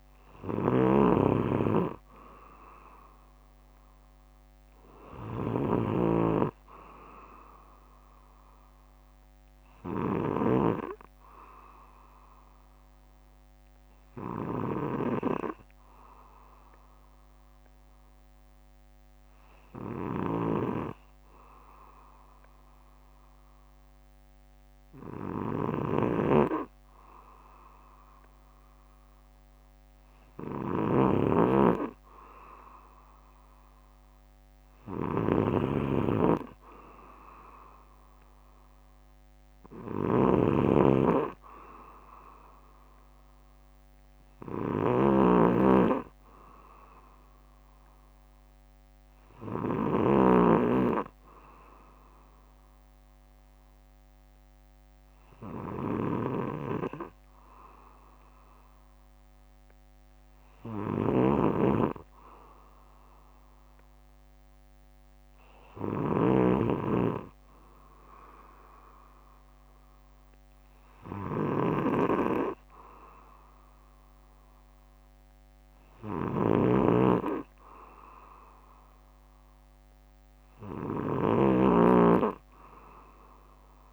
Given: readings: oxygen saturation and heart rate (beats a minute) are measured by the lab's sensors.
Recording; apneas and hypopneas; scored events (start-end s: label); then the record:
breathing in sleep by a microphone on the trachea; 1
0.00-6.00 s: snoring (device-marked)
12.50-26.00 s: hypopnea (oxygen 95% before, 93% lowest, heart rate 63 before, 57 extreme, up 5 after)
16.00-18.00 s: bradycardia (device-marked, heart rate 62 before, 67 extreme)
20.00-22.00 s: bradycardia (device-marked, heart rate 62 before, 59 extreme)
20.00-50.50 s: snoring (device-marked)
25.00-27.00 s: bradycardia (device-marked, heart rate 62 before, 63 extreme)
30.50-34.00 s: arousal
37.00-39.00 s: bradycardia (device-marked, heart rate 62 before, 60 extreme)
54.00-57.00 s: bradycardia (device-marked, heart rate 62 before, 62 extreme)
61.00-83.93 s: snoring (device-marked)
From the record:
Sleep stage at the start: N2 (light sleep); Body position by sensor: on the back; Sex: male